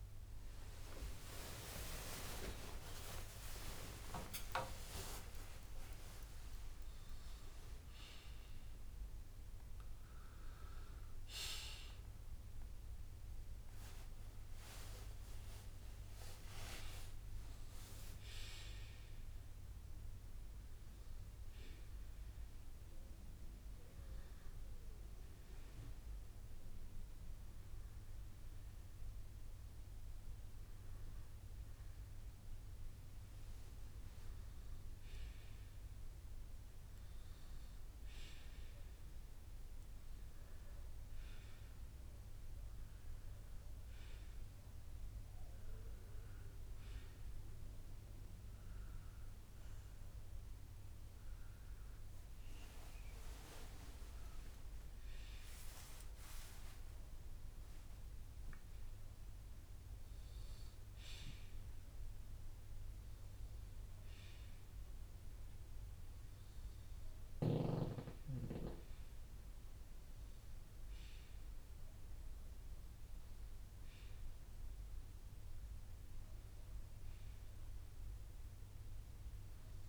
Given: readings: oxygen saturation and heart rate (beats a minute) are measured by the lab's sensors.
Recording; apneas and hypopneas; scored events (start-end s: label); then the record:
a person partly awake in a sleep study, by a room microphone; 1
1.00-6.00 s: tachycardia (device-marked, heart rate 64 before, 115 extreme)
2.00-4.00 s: long interval between heartbeats (device-marked, heart rate 90 before, 80 extreme)
4.00-6.00 s: long interval between heartbeats (device-marked, heart rate 89 before, 105 extreme)
16.00-18.00 s: long interval between heartbeats (device-marked, heart rate 84 before, 90 extreme)
26.00-32.00 s: bradycardia (device-marked, heart rate 66 before, 58 extreme)
28.00-79.89 s: new sleep stage, N1 (lightest sleep)
36.00-50.00 s: bradycardia (device-marked, heart rate 65 before, 57 extreme)
39.00-55.00 s: oxygen desaturation (device-marked, oxygen 96% before, 93% lowest, heart rate 65 before, 58 extreme)
49.00-59.00 s: hypopnea (oxygen 96% before, 93% lowest, heart rate 59 before, 58 extreme, up 7 after)
53.50-55.50 s: long interval between heartbeats (device-marked, heart rate 59 before, 69 extreme)
61.00-65.00 s: arousal
61.00-73.00 s: drop in pulse transit time (device-marked, heart rate 63 before, 60 extreme)
74.00-79.89 s: bradycardia (device-marked, heart rate 65 before, 58 extreme)
From the record:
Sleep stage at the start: awake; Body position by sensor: on the left side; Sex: male